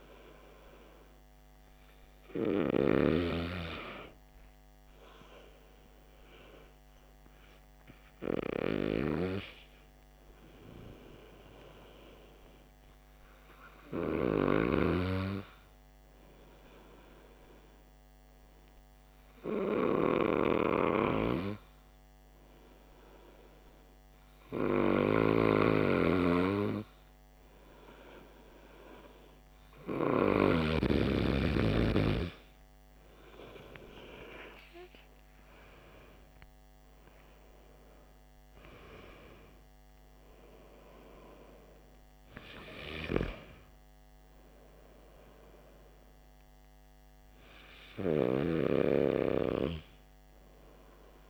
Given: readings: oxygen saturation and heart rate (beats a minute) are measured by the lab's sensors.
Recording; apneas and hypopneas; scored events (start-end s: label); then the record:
breathing in sleep by a microphone on the trachea; 1
8.00-29.00 s: hypopnea (oxygen 96% before, 91% lowest, heart rate 56 before, 56 extreme, up 6 after)
35.50-40.00 s: arousal
From the record:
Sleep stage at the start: N2 (light sleep); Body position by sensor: on the back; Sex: male